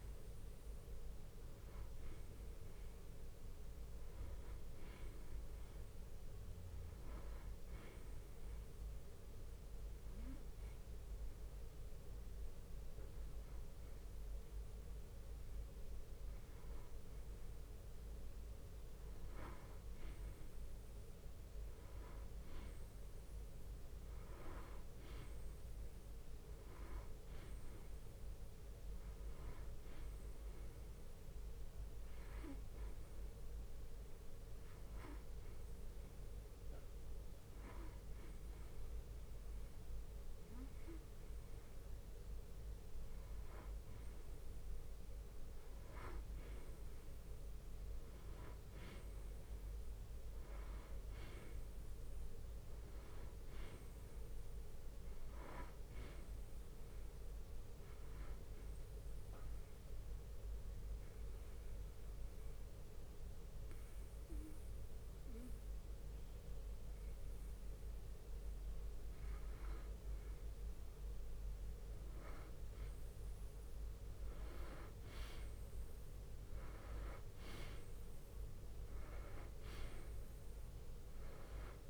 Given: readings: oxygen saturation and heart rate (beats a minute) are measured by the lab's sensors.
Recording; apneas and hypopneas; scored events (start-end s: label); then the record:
breathing in sleep, hard to hear, by a room microphone; 3
2.00-4.00 s: long interval between heartbeats (device-marked, heart rate 59 before, 67 extreme)
5.00-7.00 s: bradycardia (device-marked, heart rate 67 before, 63 extreme)
7.50-18.50 s: hypopnea (oxygen 96% before, 94% lowest, heart rate 61 before, 51 extreme, up 1 after)
20.00-26.00 s: bradycardia (device-marked, heart rate 67 before, 55 extreme)
21.00-24.50 s: arousal
28.00-62.00 s: bradycardia (device-marked, heart rate 67 before, 50 extreme)
32.00-43.00 s: hypopnea (oxygen 96% before, 92% lowest, heart rate 59 before, 50 extreme, up 7 after)
48.50-52.50 s: arousal
58.50-69.50 s: obstructive apnea (oxygen 95% before, 92% lowest, heart rate 55 before, 44 extreme, up 5 after)
70.00-78.00 s: bradycardia (device-marked, heart rate 67 before, 48 extreme)
75.00-79.50 s: arousal
80.00-81.90 s: bradycardia (device-marked, heart rate 67 before, 53 extreme)
From the record:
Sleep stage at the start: N2 (light sleep); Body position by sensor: on the back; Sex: male